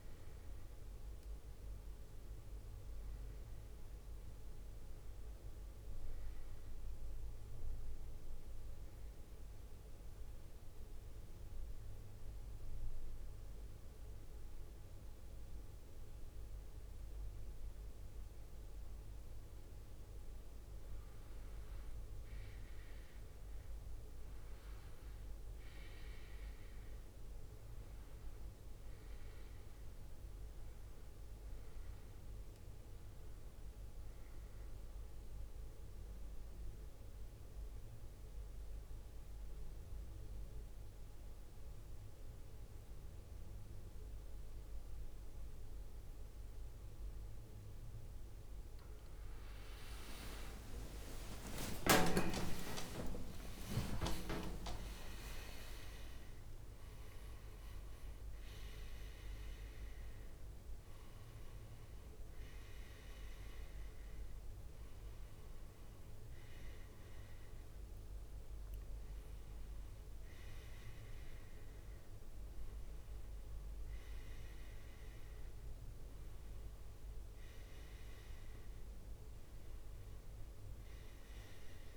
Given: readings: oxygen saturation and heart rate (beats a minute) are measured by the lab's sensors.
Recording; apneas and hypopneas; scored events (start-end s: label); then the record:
a person partly awake in a sleep study, by a room microphone; 2
4.00-7.50 s: arousal
11.00-21.50 s: central apnea (oxygen 98% before, 93% lowest, heart rate 71 before, 63 extreme, up 9 after)
24.50-29.00 s: arousal
27.50-41.50 s: oxygen desaturation (device-marked, oxygen 97% before, 94% lowest, heart rate 67 before, 64 extreme)
35.00-48.50 s: mixed apnea (oxygen 98% before, 93% lowest, heart rate 68 before, 64 extreme)
47.50-81.97 s: new sleep stage, awake
49.50-56.50 s: tachycardia (device-marked, heart rate 68 before, 140 extreme)
50.00-56.50 s: leg movement (device-marked)
52.00-54.00 s: long interval between heartbeats (device-marked, heart rate 67 before, 96 extreme)
52.50-68.50 s: drop in pulse transit time (device-marked, heart rate 68 before, 87 extreme)
58.50-73.50 s: oxygen desaturation (device-marked, oxygen 97% before, 93% lowest, heart rate 87 before, 77 extreme)
From the record:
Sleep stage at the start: N2 (light sleep); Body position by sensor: on the back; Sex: male